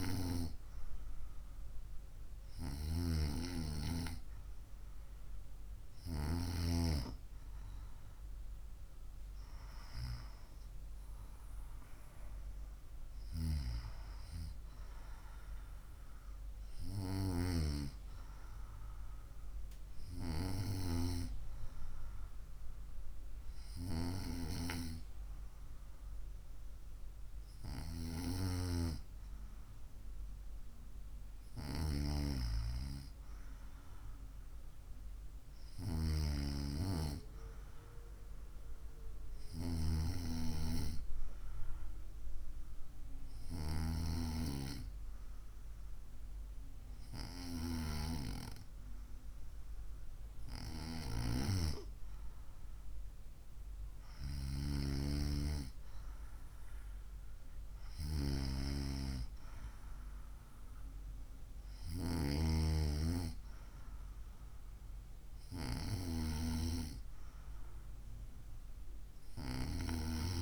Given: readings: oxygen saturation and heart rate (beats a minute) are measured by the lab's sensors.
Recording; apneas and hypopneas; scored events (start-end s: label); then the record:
breathing in sleep by a room microphone; none
none scored
From the record:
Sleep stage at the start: N2 (light sleep); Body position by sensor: on the right side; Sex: female